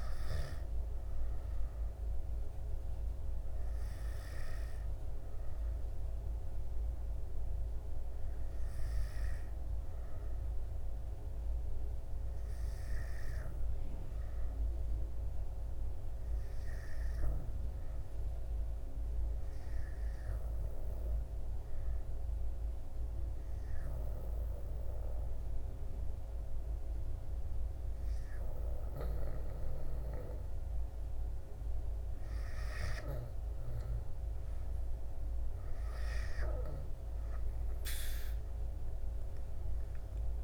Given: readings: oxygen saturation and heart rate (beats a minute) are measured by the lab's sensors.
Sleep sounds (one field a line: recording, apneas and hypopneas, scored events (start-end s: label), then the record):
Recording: breathing in sleep by a room microphone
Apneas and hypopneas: 1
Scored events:
0.00-11.50 s: oxygen desaturation (device-marked, oxygen 93% lowest, heart rate 61 extreme)
10.00-30.00 s: hypopnea (oxygen 97% before, 89% lowest, heart rate 71 before, 62 extreme, up 13 after)
31.50-34.50 s: arousal
34.50-40.44 s: oxygen desaturation (device-marked, oxygen 98% before, 89% lowest, heart rate 67 before, 64 extreme)
From the record:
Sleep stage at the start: N2 (light sleep)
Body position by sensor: on the back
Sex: male